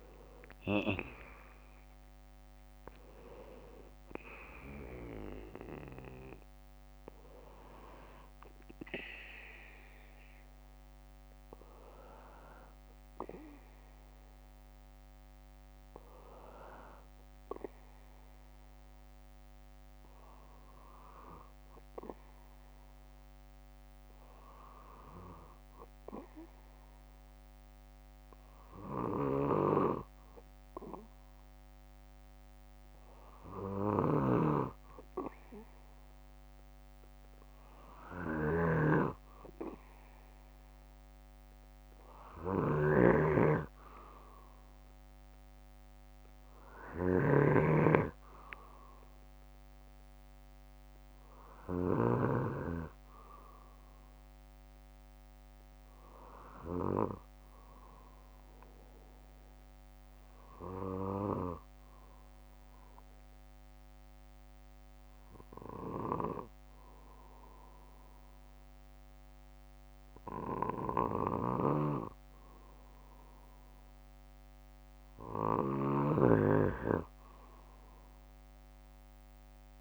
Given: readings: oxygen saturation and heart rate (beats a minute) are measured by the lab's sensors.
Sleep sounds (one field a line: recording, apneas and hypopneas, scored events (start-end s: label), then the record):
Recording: breathing in sleep by a microphone on the trachea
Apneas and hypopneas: 2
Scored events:
15.50-32.00 s: hypopnea (oxygen 95% before, 94% lowest, heart rate 67 before, 59 extreme, up 8 after)
35.00-39.00 s: arousal
38.00-52.00 s: snoring (device-marked)
60.50-62.50 s: bradycardia (device-marked, heart rate 65 before, 58 extreme)
62.00-73.50 s: obstructive apnea (oxygen 96% before, 94% lowest, heart rate 64 before, 59 extreme, up 5 after)
From the record:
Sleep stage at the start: N2 (light sleep)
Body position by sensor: on the back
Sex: male